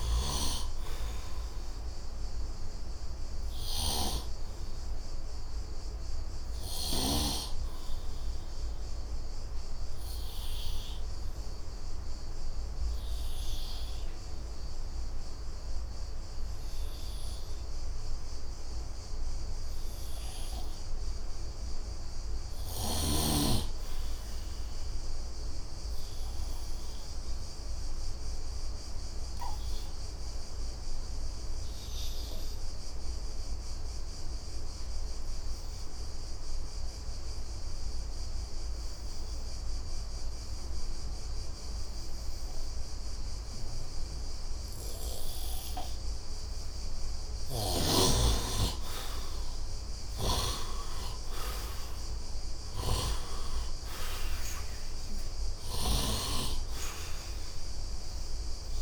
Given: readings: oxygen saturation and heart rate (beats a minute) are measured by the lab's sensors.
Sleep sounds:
breathing in sleep by a room microphone; 2
0.00-7.00 s: snoring (device-marked)
0.00-23.50 s: oxygen desaturation (device-marked, oxygen 68% lowest, heart rate 68 extreme)
2.50-18.00 s: obstructive apnea (oxygen 95% before, 68% lowest, heart rate 81 before, 68 extreme, up 6 after)
20.50-24.00 s: arousal
25.50-38.50 s: oxygen desaturation (device-marked, oxygen 99% before, 89% lowest, heart rate 75 before, 68 extreme)
28.00-46.50 s: obstructive apnea (oxygen 99% before, 73% lowest, heart rate 76 before, 68 extreme, up 24 after)
44.50-58.82 s: oxygen desaturation (device-marked, oxygen 94% before, 73% lowest, heart rate 74 before, 74 extreme)
47.00-56.00 s: snoring (device-marked)
49.00-53.50 s: arousal
From the record:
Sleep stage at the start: N2 (light sleep); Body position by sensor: on the right side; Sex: male

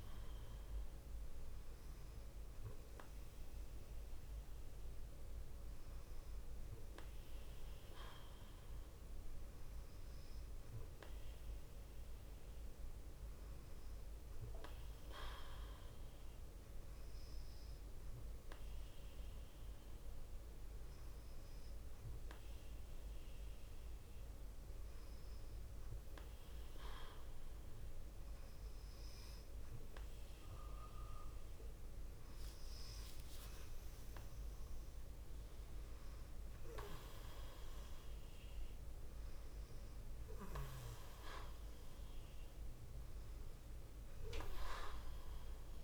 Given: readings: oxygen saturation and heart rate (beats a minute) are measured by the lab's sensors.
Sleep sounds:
breathing in sleep by a room microphone; none
none scored
From the record:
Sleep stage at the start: N2 (light sleep); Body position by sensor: on the left side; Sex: female

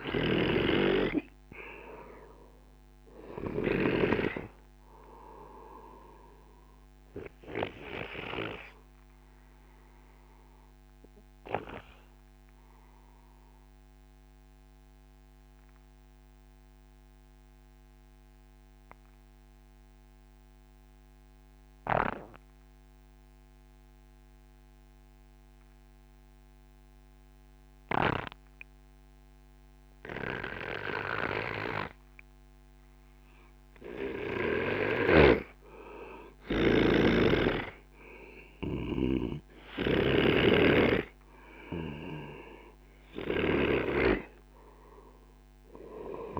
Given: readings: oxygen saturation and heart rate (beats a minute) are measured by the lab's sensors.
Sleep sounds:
breathing in sleep by a microphone on the trachea; 1
0.00-7.00 s: snoring (device-marked)
0.00-21.50 s: oxygen desaturation (device-marked, oxygen 92% lowest, heart rate 43 extreme)
6.50-34.50 s: obstructive apnea (oxygen 97% before, 92% lowest, heart rate 76 before, 61 extreme, up 4 after)
37.00-41.00 s: arousal
37.50-46.40 s: oxygen desaturation (device-marked, oxygen 97% before, 93% lowest, heart rate 72 before, 50 extreme)
38.50-46.40 s: snoring (device-marked)
From the record:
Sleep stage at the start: N2 (light sleep); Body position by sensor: on the right side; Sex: male

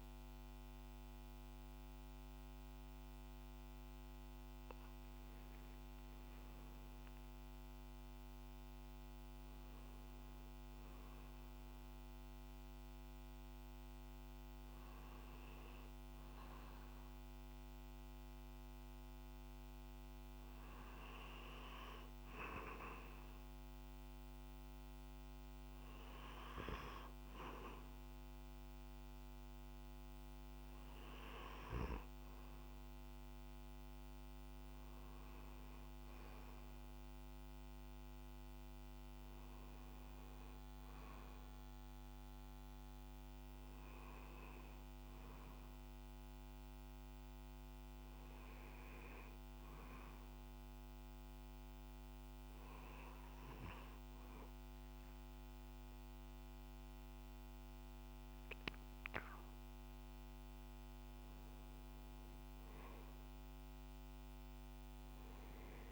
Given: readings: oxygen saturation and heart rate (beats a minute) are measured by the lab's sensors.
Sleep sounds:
breathing in sleep, hard to hear, by a microphone on the trachea; none
25.00-65.92 s: new sleep stage, N2 (light sleep)
From the record:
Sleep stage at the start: N1 (lightest sleep); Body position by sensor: on the back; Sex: male

